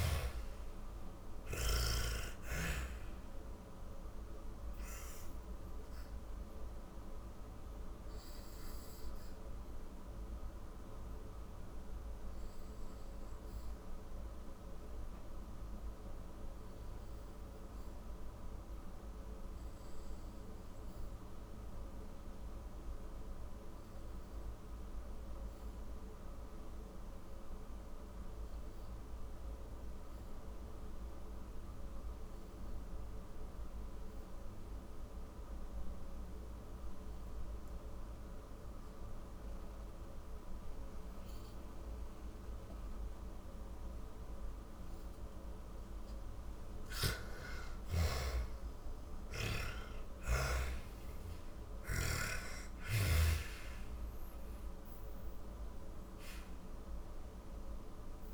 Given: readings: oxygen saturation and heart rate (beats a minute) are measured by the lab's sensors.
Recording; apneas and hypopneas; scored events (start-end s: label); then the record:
breathing in sleep by a room microphone; 1
0.00-17.50 s: oxygen desaturation (device-marked, oxygen 81% lowest, heart rate 48 extreme)
3.00-44.00 s: obstructive apnea (oxygen 97% before, 78% lowest, heart rate 59 before, 49 extreme, up 35 after)
29.50-58.33 s: oxygen desaturation (device-marked, oxygen 99% before, 78% lowest, heart rate 65 before, 49 extreme)
46.00-50.50 s: arousal
From the record:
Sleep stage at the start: N2 (light sleep); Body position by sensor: on the back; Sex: female